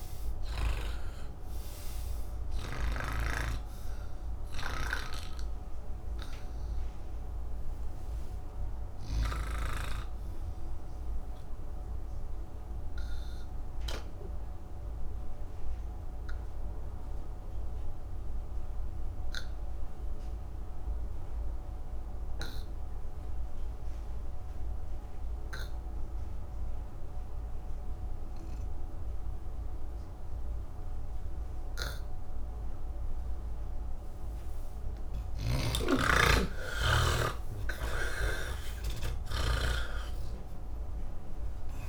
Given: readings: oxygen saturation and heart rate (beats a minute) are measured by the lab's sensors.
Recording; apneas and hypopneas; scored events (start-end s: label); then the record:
breathing in sleep by a room microphone; 1
0.00-3.50 s: snoring (device-marked)
0.00-16.00 s: oxygen desaturation (device-marked, oxygen 81% lowest, heart rate 47 extreme)
11.50-34.00 s: obstructive apnea (oxygen 98% before, 79% lowest, heart rate 106 before, 27 extreme, up 29 after)
28.00-41.89 s: oxygen desaturation (device-marked, oxygen 98% before, 81% lowest, heart rate 112 before, 27 extreme)
38.00-41.89 s: snoring (device-marked)
From the record:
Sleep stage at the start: N3 (deep sleep); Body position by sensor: on the back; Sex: male